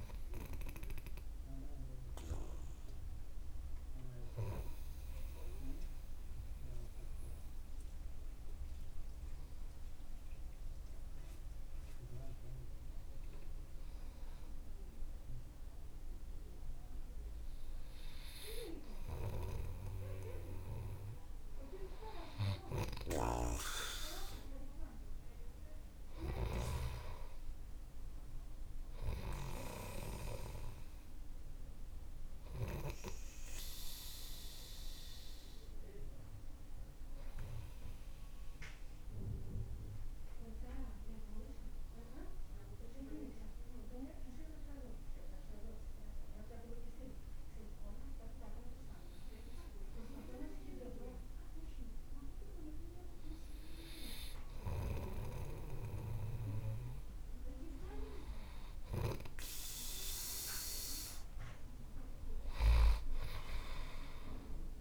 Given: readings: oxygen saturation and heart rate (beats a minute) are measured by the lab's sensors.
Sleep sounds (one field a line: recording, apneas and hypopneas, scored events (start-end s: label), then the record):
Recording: breathing in sleep by a room microphone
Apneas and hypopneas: 2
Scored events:
1.00-18.50 s: obstructive apnea (oxygen 96% before, 92% lowest, heart rate 53 before, 48 extreme, up 7 after)
23.00-27.00 s: snoring (device-marked)
24.50-29.50 s: arousal
39.00-53.00 s: obstructive apnea (oxygen 96% before, 92% lowest, heart rate 53 before, 48 extreme, up 3 after)
48.00-57.00 s: oxygen desaturation (device-marked, oxygen 95% before, 92% lowest, heart rate 52 before, 48 extreme)
55.00-63.50 s: snoring (device-marked)
62.00-64.81 s: arousal
From the record:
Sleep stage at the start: N2 (light sleep)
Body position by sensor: on the right side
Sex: male